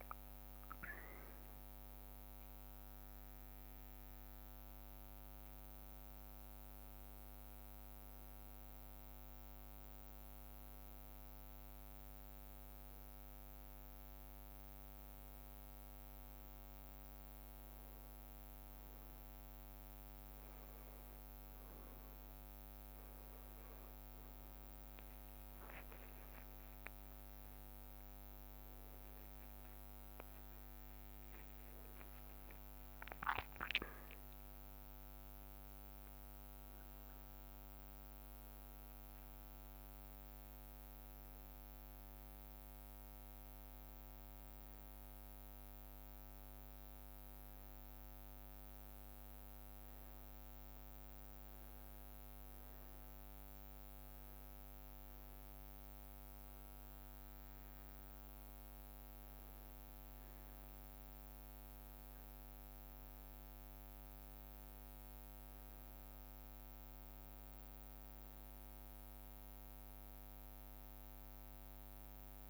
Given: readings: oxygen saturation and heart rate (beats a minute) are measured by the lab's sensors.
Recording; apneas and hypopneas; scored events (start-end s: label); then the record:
breathing in sleep, hard to hear, by a microphone on the trachea; none
0.00-2.00 s: long interval between heartbeats (device-marked, heart rate 58 before, 74 extreme)
0.00-2.50 s: tachycardia (device-marked, heart rate 104 extreme)
0.00-8.50 s: drop in pulse transit time (device-marked, heart rate 59 extreme)
0.50-5.00 s: arousal
26.50-28.50 s: long interval between heartbeats (device-marked, heart rate 60 before, 69 extreme)
31.50-36.50 s: arousal
46.50-72.49 s: new sleep stage, N2 (light sleep)
From the record:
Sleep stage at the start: N1 (lightest sleep); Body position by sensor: on the back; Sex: male